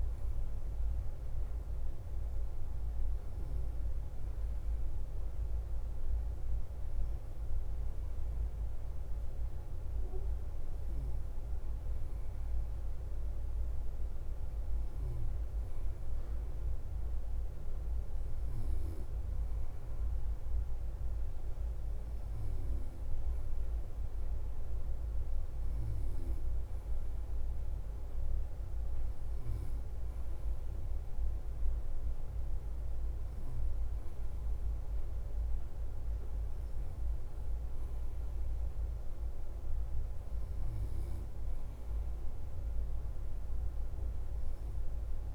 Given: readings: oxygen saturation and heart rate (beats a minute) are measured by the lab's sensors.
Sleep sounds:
breathing in sleep, hard to hear, by a room microphone; 1
0.00-9.00 s: oxygen desaturation (device-marked, oxygen 91% lowest, heart rate 49 extreme)
0.00-45.35 s: bradycardia (device-marked, heart rate 48 extreme)
1.00-16.50 s: hypopnea (oxygen 96% before, 91% lowest, heart rate 53 before, 49 extreme)
19.50-23.00 s: arousal
From the record:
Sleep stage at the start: N2 (light sleep); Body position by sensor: on the right side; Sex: male

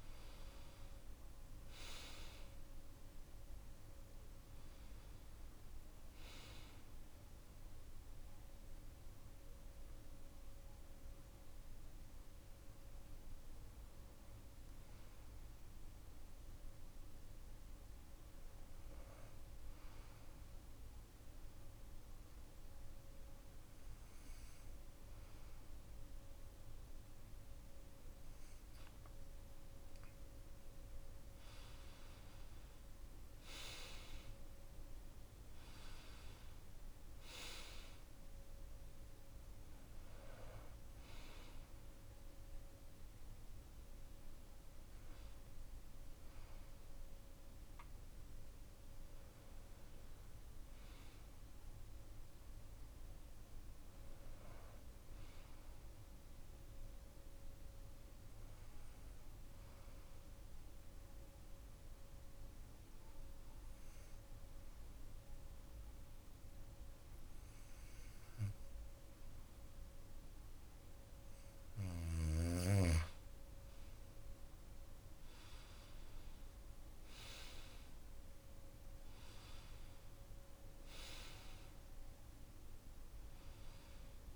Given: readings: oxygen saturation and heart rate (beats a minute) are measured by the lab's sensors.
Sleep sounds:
breathing in sleep by a room microphone; 2
0.00-19.00 s: oxygen desaturation (device-marked, oxygen 91% lowest)
11.50-30.00 s: hypopnea (oxygen 96% before, 90% lowest)
31.50-36.00 s: arousal
60.00-72.00 s: obstructive apnea (oxygen 96% before, 90% lowest)
74.00-84.36 s: oxygen desaturation (device-marked, oxygen 95% before, 90% lowest)
74.50-78.50 s: arousal
From the record:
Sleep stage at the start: N2 (light sleep); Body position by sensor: on the back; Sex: male

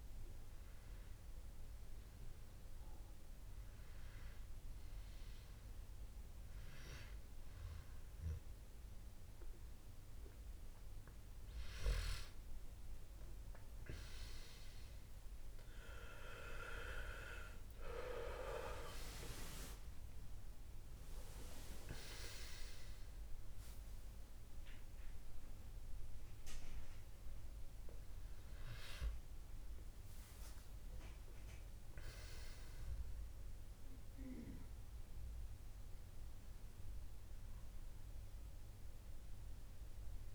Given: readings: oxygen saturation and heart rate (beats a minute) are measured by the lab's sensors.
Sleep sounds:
a person awake in a sleep study, by a room microphone; none
21.00-27.00 s: oxygen desaturation (device-marked, oxygen 96% before, 93% lowest, heart rate 88 before, 86 extreme)
From the record:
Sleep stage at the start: awake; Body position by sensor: on the back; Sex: male

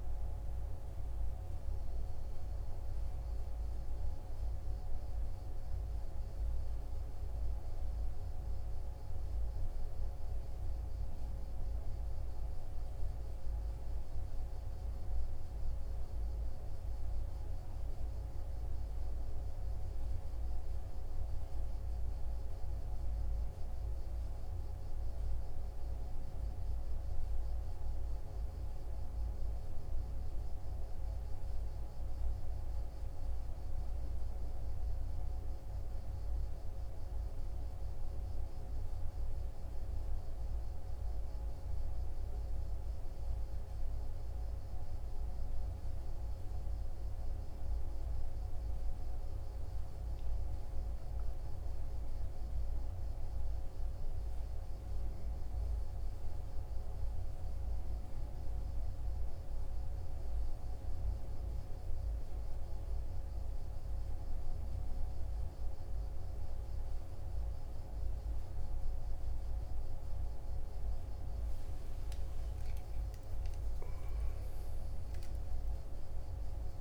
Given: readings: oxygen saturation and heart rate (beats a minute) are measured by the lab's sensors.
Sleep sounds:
a person awake in a sleep study, hard to hear, by a room microphone; none
none scored
From the record:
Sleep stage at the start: awake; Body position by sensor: on the right side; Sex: male

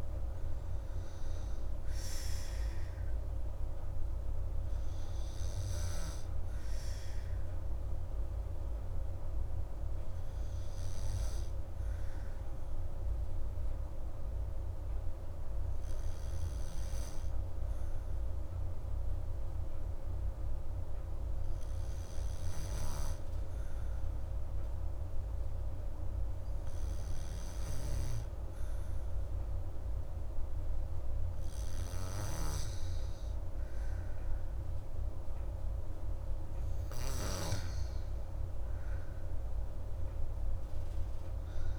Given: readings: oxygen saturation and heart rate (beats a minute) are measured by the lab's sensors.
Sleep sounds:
breathing in sleep, hard to hear, by a room microphone; none
none scored
From the record:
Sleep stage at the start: N2 (light sleep); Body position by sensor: on the back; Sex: female

